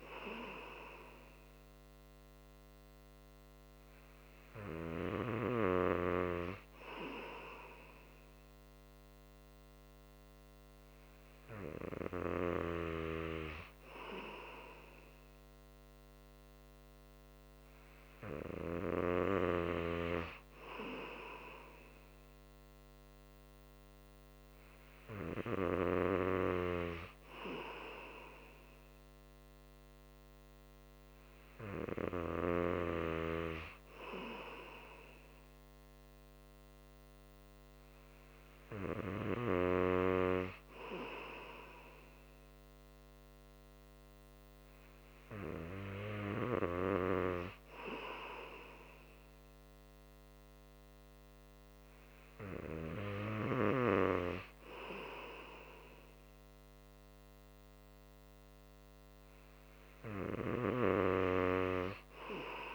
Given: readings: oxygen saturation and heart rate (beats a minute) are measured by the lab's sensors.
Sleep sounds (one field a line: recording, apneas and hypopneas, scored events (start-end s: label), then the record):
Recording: breathing in sleep by a microphone on the trachea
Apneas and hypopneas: none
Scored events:
none scored
From the record:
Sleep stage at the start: N2 (light sleep)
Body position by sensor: on the right side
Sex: male